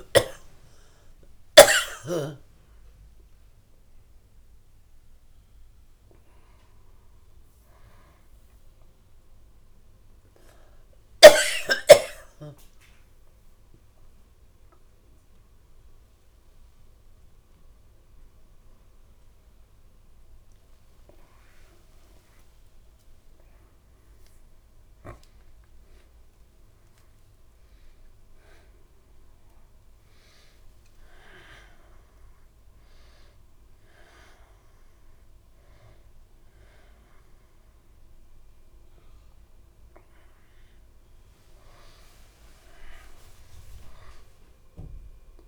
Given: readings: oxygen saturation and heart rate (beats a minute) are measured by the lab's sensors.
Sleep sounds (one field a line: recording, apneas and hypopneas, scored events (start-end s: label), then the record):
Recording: a person awake in a sleep study, by a room microphone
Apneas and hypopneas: none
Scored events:
22.00-24.00 s: long interval between heartbeats (device-marked, heart rate 79 before, 86 extreme)
36.50-45.47 s: oxygen desaturation (device-marked, oxygen 96% before, 92% lowest, heart rate 81 before, 72 extreme)
From the record:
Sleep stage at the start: awake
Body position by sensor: on the right side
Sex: female